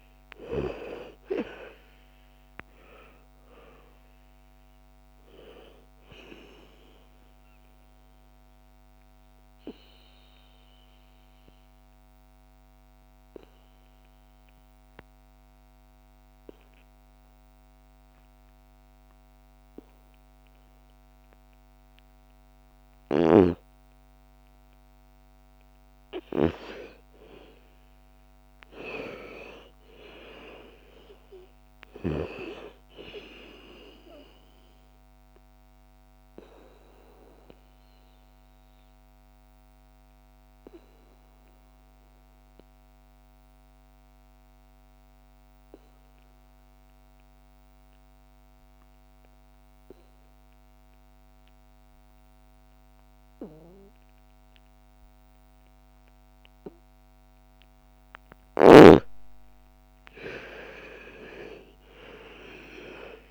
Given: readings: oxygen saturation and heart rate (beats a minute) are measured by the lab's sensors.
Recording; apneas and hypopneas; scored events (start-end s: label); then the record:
breathing in sleep by a microphone on the trachea; 2
0.00-1.00 s: arousal
0.00-15.50 s: oxygen desaturation (device-marked, oxygen 85% lowest, heart rate 55 extreme)
7.00-22.50 s: obstructive apnea (oxygen 98% before, 82% lowest, heart rate 64 before, 53 extreme, up 8 after)
25.50-30.00 s: arousal
31.50-45.50 s: oxygen desaturation (device-marked, oxygen 99% before, 90% lowest, heart rate 60 before, 53 extreme)
34.00-56.00 s: obstructive apnea (oxygen 99% before, 82% lowest, heart rate 62 before, 53 extreme, up 10 after)
55.50-63.31 s: oxygen desaturation (device-marked, oxygen 98% before, 82% lowest, heart rate 57 before, 54 extreme)
59.50-63.00 s: arousal
From the record:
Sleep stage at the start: N2 (light sleep); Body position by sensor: on the back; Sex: female